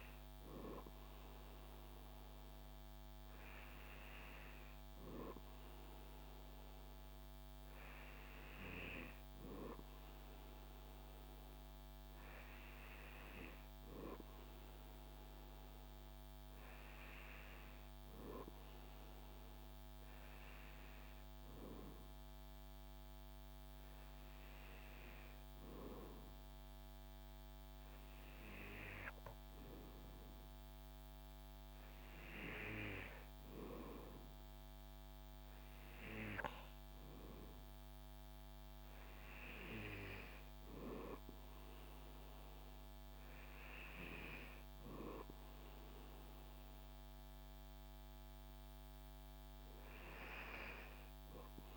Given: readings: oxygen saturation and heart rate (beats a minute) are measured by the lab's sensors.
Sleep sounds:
breathing in sleep by a microphone on the trachea; none
none scored
From the record:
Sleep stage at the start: N2 (light sleep); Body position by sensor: on the back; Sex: male

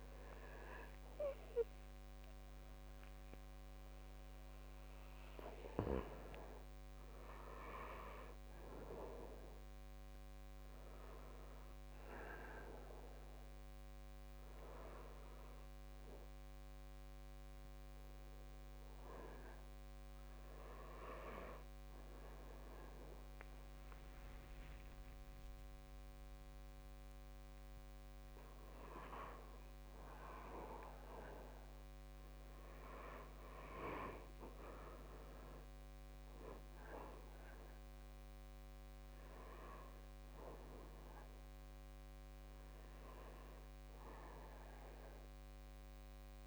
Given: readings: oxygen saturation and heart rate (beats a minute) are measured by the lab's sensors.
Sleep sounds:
a person awake in a sleep study, by a microphone on the trachea; none
17.50-46.47 s: new sleep stage, awake
From the record:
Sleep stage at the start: N1 (lightest sleep); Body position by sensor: on the back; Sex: male

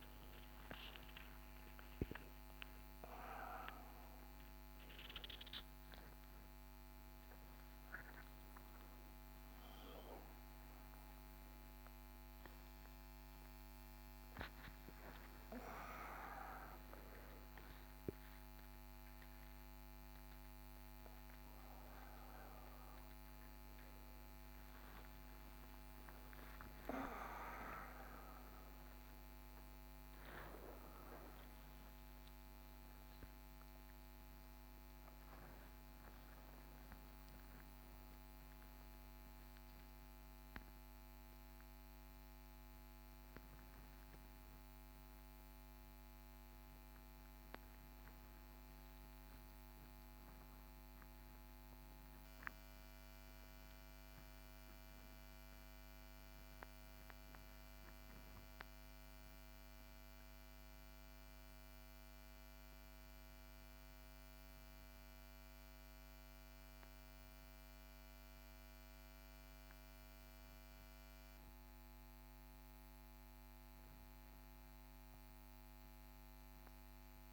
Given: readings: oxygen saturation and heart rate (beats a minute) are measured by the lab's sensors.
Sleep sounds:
a person awake in a sleep study, by a microphone on the trachea; none
none scored
From the record:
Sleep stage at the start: awake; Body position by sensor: upright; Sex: male

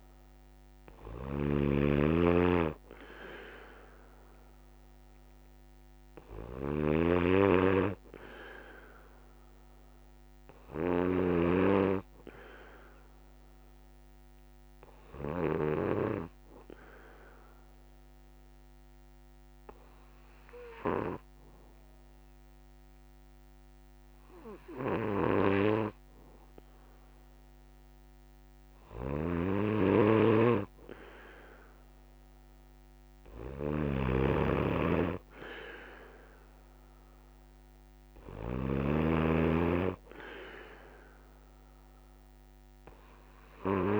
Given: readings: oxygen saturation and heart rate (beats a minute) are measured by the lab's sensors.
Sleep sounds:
breathing in sleep by a microphone on the trachea; none
0.00-15.50 s: snoring (device-marked)
4.50-44.00 s: new sleep stage, N2 (light sleep)
28.50-38.50 s: snoring (device-marked)
From the record:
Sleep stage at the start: N1 (lightest sleep); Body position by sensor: on the back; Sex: male

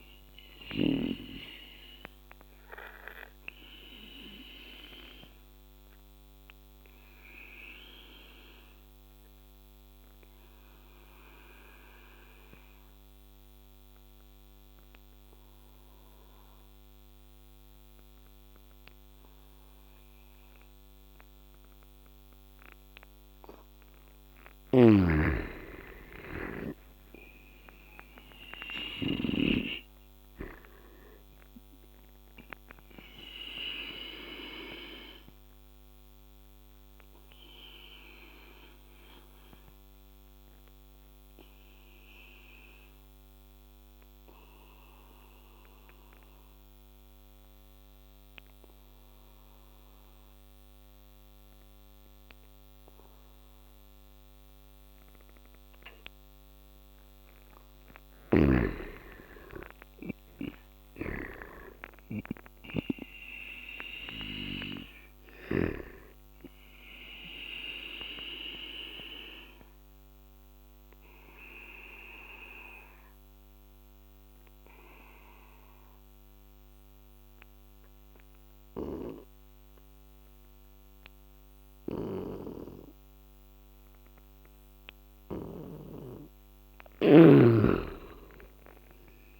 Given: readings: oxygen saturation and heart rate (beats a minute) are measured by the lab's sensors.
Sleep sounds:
breathing in sleep by a microphone on the trachea; 3
0.00-21.00 s: oxygen desaturation (device-marked, oxygen 86% lowest, heart rate 69 extreme)
1.50-24.00 s: obstructive apnea (oxygen 98% before, 86% lowest, heart rate 75 before, 68 extreme, up 13 after)
24.00-29.00 s: snoring (device-marked)
25.00-29.00 s: arousal
31.00-55.00 s: oxygen desaturation (device-marked, oxygen 99% before, 86% lowest, heart rate 73 before, 68 extreme)
33.50-56.00 s: obstructive apnea (oxygen 99% before, 86% lowest, heart rate 74 before, 68 extreme, up 12 after)
58.00-62.50 s: arousal
64.00-85.00 s: oxygen desaturation (device-marked, oxygen 100% before, 86% lowest, heart rate 73 before, 69 extreme)
67.00-84.00 s: obstructive apnea (oxygen 100% before, 81% lowest, heart rate 75 before, 71 extreme, up 7 after)
81.50-85.50 s: snoring (device-marked)
86.50-89.40 s: arousal
From the record:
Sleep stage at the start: N2 (light sleep); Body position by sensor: on the back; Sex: male

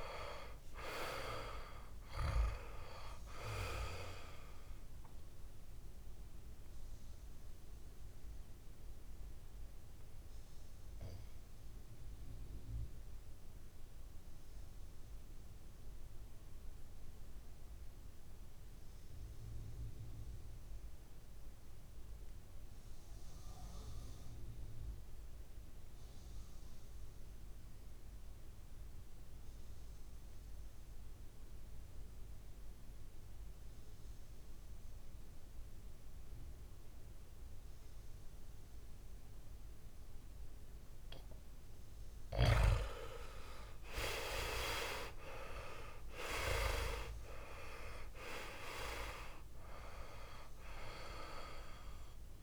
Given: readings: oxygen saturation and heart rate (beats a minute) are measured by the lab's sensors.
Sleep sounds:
breathing in sleep by a room microphone; 1
0.00-23.50 s: oxygen desaturation (device-marked, oxygen 89% lowest, heart rate 54 extreme)
5.00-41.00 s: obstructive apnea (oxygen 99% before, 89% lowest, heart rate 62 before, 49 extreme, up 13 after)
42.00-46.50 s: arousal
49.50-52.43 s: new sleep stage, REM sleep
From the record:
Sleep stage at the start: N2 (light sleep); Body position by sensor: on the back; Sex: male

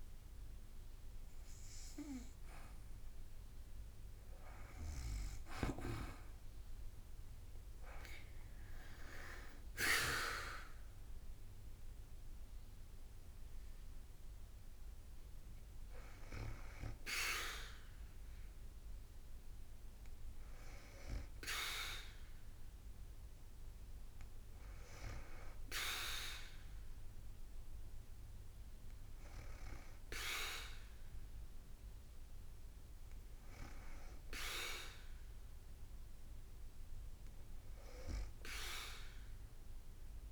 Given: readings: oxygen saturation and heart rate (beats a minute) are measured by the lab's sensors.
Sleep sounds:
breathing in sleep by a room microphone; none
0.00-40.32 s: oxygen desaturation (device-marked, oxygen 77% lowest, heart rate 54 extreme)
9.50-26.50 s: drop in pulse transit time (device-marked, heart rate 59 before, 55 extreme)
From the record:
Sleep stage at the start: N2 (light sleep); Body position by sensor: on the back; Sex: female

